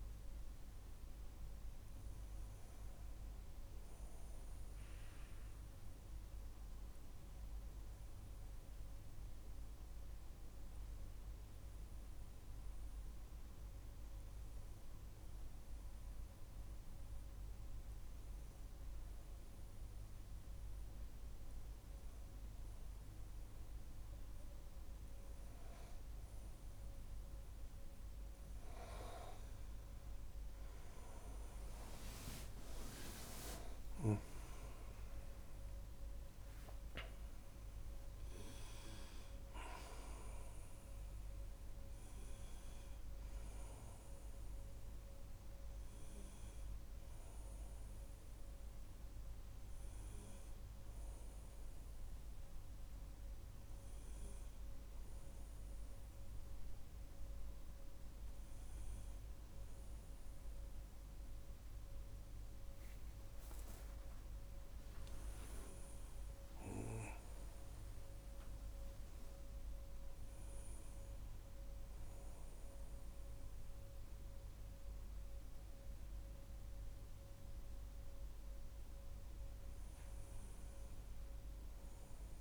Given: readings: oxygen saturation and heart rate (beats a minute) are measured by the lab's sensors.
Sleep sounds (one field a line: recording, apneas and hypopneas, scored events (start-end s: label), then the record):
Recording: breathing in sleep by a room microphone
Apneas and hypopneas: 1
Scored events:
2.00-21.50 s: hypopnea (oxygen 98% before, 95% lowest, heart rate 53 before, 45 extreme, up 6 after)
30.00-35.00 s: arousal
From the record:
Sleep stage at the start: N1 (lightest sleep)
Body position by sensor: on the back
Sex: male